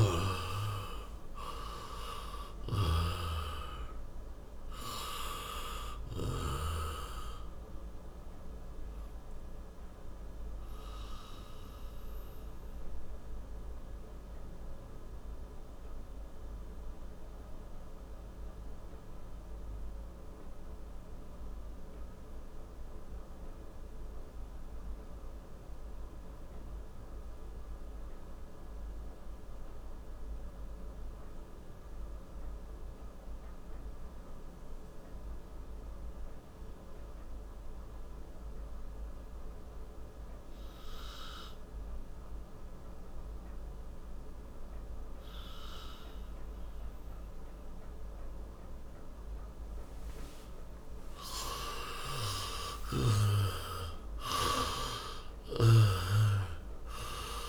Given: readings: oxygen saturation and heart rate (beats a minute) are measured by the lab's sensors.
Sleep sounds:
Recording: breathing in sleep by a room microphone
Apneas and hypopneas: 1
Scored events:
0.00-1.00 s: arousal
9.00-51.50 s: obstructive apnea (oxygen 97% before, 86% lowest, heart rate 80 before, 54 extreme, up 11 after)
10.50-25.50 s: oxygen desaturation (device-marked, oxygen 95% before, 87% lowest, heart rate 80 before, 55 extreme)
51.50-57.49 s: oxygen desaturation (device-marked, oxygen 97% before, 86% lowest, heart rate 61 before, 54 extreme)
52.50-57.00 s: arousal
From the record:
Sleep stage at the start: N2 (light sleep)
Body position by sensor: on the back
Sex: male

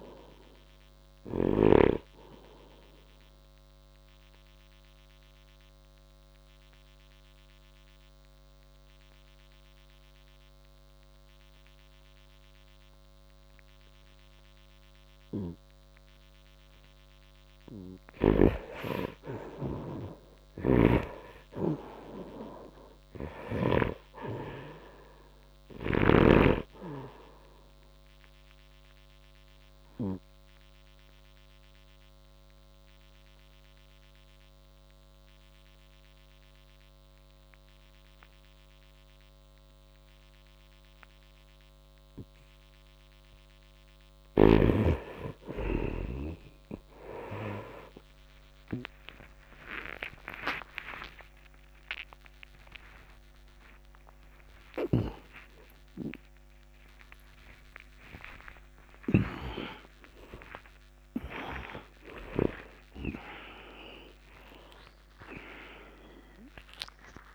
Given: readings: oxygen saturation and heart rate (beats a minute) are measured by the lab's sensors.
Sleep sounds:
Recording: a person partly awake in a sleep study, by a microphone on the trachea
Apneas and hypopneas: 2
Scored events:
0.00-2.00 s: snoring (device-marked)
0.00-16.00 s: oxygen desaturation (device-marked, oxygen 67% lowest, heart rate 70 extreme)
2.00-17.00 s: obstructive apnea (oxygen 96% before, 67% lowest, heart rate 66 before, 70 extreme, up 0 after)
20.00-25.00 s: arousal
20.50-24.00 s: snoring (device-marked)
28.50-45.00 s: obstructive apnea (oxygen 99% before, 83% lowest, heart rate 72 before, 66 extreme)
32.00-45.00 s: oxygen desaturation (device-marked, oxygen 98% before, 83% lowest, heart rate 72 before, 66 extreme)
43.00-67.35 s: new sleep stage, awake
49.00-51.00 s: long interval between heartbeats (device-marked, heart rate 74 before, 97 extreme)
51.00-53.00 s: long interval between heartbeats (device-marked, heart rate 77 before, 137 extreme)
53.00-55.00 s: long interval between heartbeats (device-marked, heart rate 84 before, 166 extreme)
54.50-59.50 s: snoring (device-marked)
56.00-58.00 s: long interval between heartbeats (device-marked, heart rate 99 before, 196 extreme)
58.50-60.50 s: long interval between heartbeats (device-marked, heart rate 112 before, 190 extreme)
64.00-67.35 s: oxygen desaturation (device-marked, oxygen 96% before, 88% lowest, heart rate 138 before, 65 extreme)
From the record:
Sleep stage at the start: N2 (light sleep)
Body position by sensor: on the right side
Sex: male

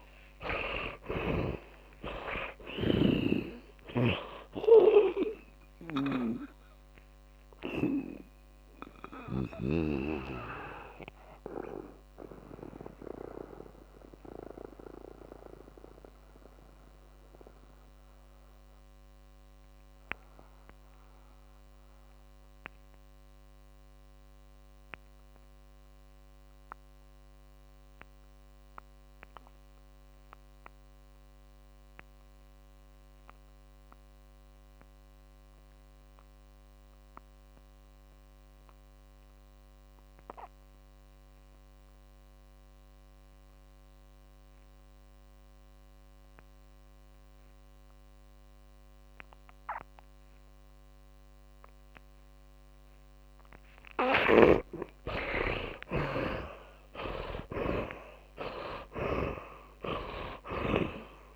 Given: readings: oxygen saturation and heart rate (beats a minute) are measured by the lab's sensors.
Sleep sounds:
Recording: breathing in sleep by a microphone on the trachea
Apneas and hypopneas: 1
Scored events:
0.00-1.50 s: snoring (device-marked)
0.00-2.50 s: arousal
0.00-23.50 s: oxygen desaturation (device-marked, oxygen 71% lowest, heart rate 44 extreme)
3.50-8.00 s: snoring (device-marked)
9.00-53.50 s: mixed apnea (oxygen 100% before, 67% lowest, heart rate 63 before, 42 extreme, up 52 after)
33.50-61.36 s: oxygen desaturation (device-marked, oxygen 100% before, 67% lowest, heart rate 63 before, 42 extreme)
54.00-61.00 s: snoring (device-marked)
55.00-60.00 s: arousal
58.50-61.36 s: tachycardia (device-marked, heart rate 60 before, 103 extreme)
From the record:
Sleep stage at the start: N2 (light sleep)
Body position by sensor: on the back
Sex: male

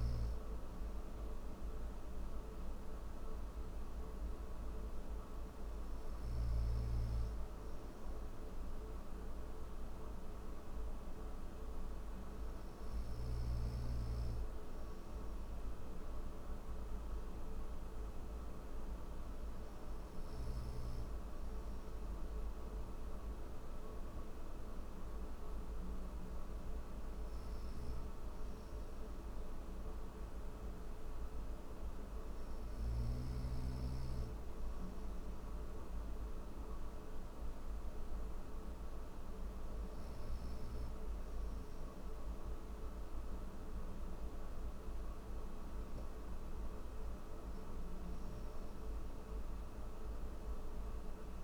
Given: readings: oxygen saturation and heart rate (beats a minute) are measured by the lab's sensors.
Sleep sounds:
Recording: breathing in sleep, hard to hear, by a room microphone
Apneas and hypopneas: none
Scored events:
6.00-51.44 s: new sleep stage, N1 (lightest sleep)
From the record:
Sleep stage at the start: N3 (deep sleep)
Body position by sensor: on the right side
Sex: male

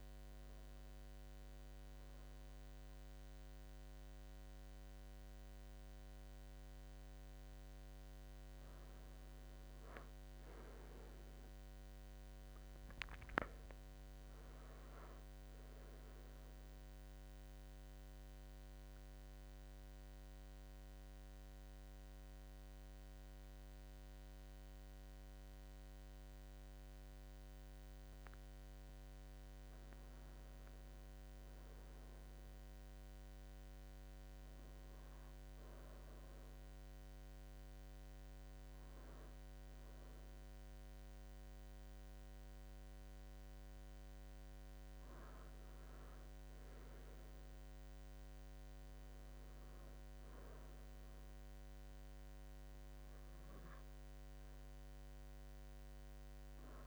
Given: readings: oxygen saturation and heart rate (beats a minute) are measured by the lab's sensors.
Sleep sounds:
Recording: breathing in sleep, hard to hear, by a microphone on the trachea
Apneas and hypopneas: 1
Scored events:
1.00-14.00 s: oxygen desaturation (device-marked, oxygen 97% before, 93% lowest, heart rate 78 before, 73 extreme)
12.50-17.50 s: arousal
33.50-45.50 s: obstructive apnea (oxygen 96% before, 92% lowest, heart rate 79 before, 74 extreme, up 4 after)
39.00-51.00 s: oxygen desaturation (device-marked, oxygen 96% before, 93% lowest, heart rate 77 before, 74 extreme)
47.50-51.00 s: arousal
From the record:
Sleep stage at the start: N2 (light sleep)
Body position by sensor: on the right side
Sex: male

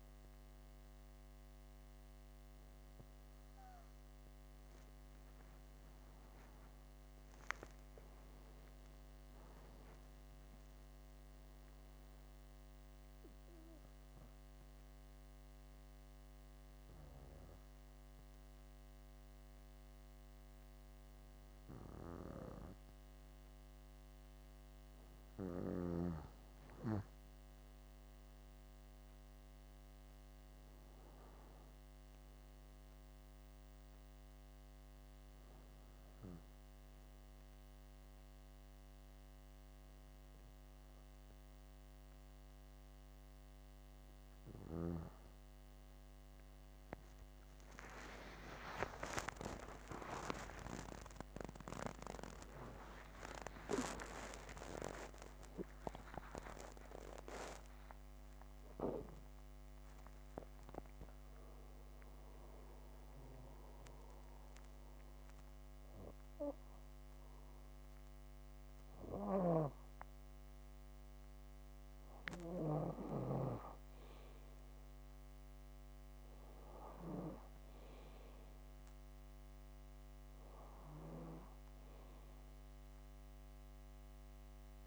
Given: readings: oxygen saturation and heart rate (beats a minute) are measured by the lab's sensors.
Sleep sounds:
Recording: breathing in sleep by a microphone on the trachea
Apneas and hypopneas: none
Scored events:
4.50-9.00 s: arousal
34.00-40.00 s: bradycardia (device-marked, heart rate 65 before, 58 extreme)
47.50-49.50 s: long interval between heartbeats (device-marked, heart rate 61 before, 84 extreme)
48.00-53.50 s: arousal
49.50-51.50 s: long interval between heartbeats (device-marked, heart rate 65 before, 138 extreme)
54.00-56.00 s: long interval between heartbeats (device-marked, heart rate 86 before, 135 extreme)
69.00-73.00 s: snoring (device-marked)
From the record:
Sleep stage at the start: N2 (light sleep)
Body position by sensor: on the back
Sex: female

